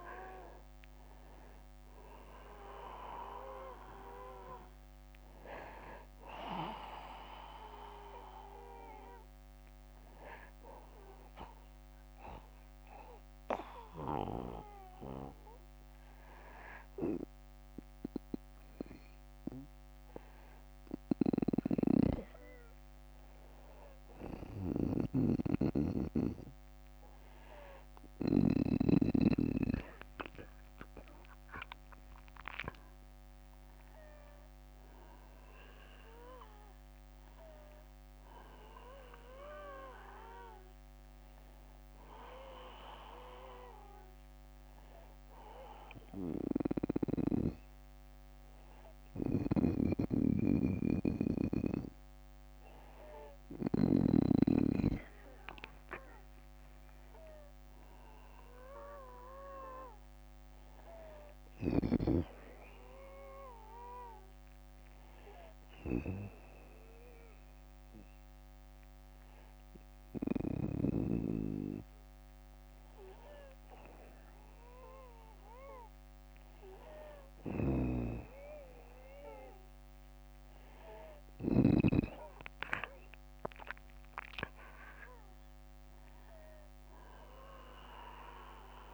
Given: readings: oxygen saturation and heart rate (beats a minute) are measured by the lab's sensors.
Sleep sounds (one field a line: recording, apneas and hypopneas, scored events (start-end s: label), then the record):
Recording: breathing in sleep by a microphone on the trachea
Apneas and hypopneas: 1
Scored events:
0.00-8.00 s: oxygen desaturation (device-marked, oxygen 90% lowest, heart rate 61 extreme)
9.00-21.00 s: hypopnea (oxygen 94% before, 89% lowest, heart rate 67 before, 61 extreme, up 4 after)
16.00-25.00 s: oxygen desaturation (device-marked, oxygen 92% before, 89% lowest, heart rate 68 before, 61 extreme)
20.00-28.00 s: snoring (device-marked)
28.00-32.00 s: arousal
45.50-53.00 s: snoring (device-marked)
54.50-58.50 s: arousal
60.50-70.00 s: snoring (device-marked)
76.50-81.00 s: snoring (device-marked)
From the record:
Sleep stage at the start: N2 (light sleep)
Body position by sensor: on the back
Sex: male